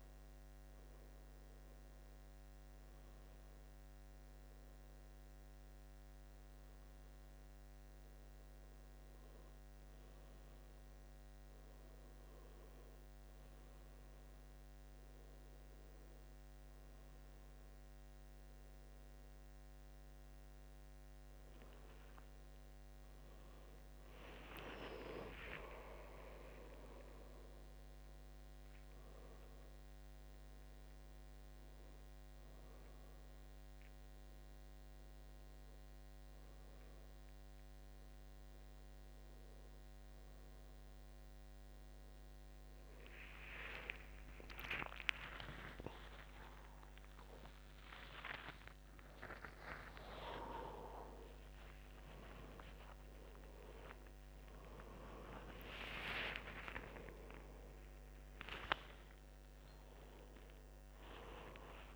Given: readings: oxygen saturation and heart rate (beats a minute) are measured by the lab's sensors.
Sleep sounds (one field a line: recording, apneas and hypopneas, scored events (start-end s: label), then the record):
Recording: a person awake in a sleep study, by a microphone on the trachea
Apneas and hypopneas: none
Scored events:
20.00-61.96 s: new sleep stage, awake
From the record:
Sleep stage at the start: N2 (light sleep)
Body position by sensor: on the back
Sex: male